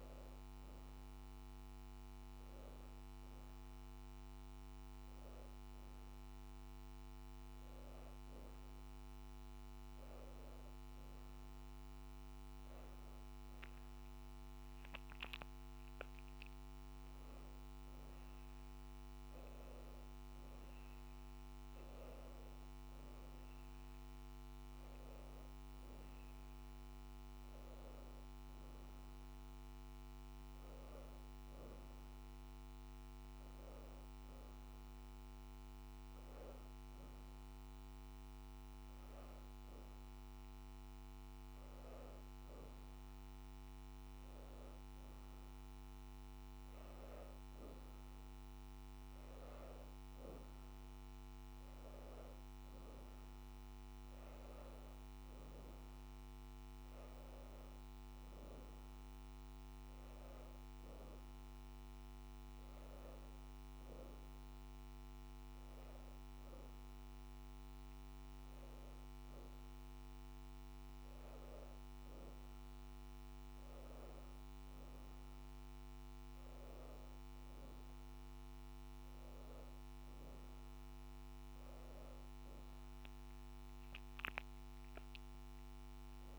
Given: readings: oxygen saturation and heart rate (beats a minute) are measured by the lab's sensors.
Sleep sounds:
breathing in sleep, hard to hear, by a microphone on the trachea; none
67.00-86.39 s: new sleep stage, awake
From the record:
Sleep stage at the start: N1 (lightest sleep); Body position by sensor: on the back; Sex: female

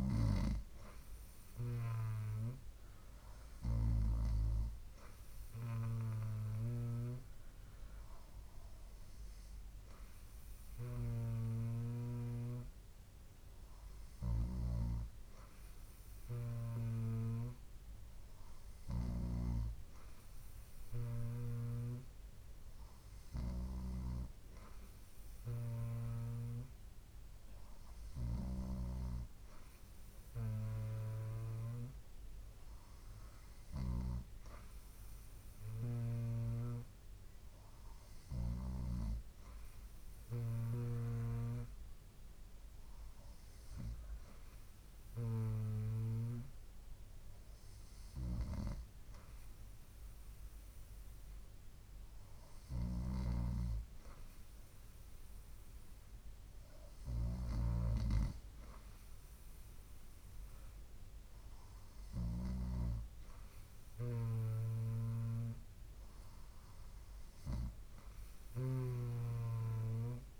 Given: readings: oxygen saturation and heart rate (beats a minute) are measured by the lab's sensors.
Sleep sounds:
breathing in sleep by a room microphone; none
none scored
From the record:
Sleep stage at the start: N2 (light sleep); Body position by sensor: on the right side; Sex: female

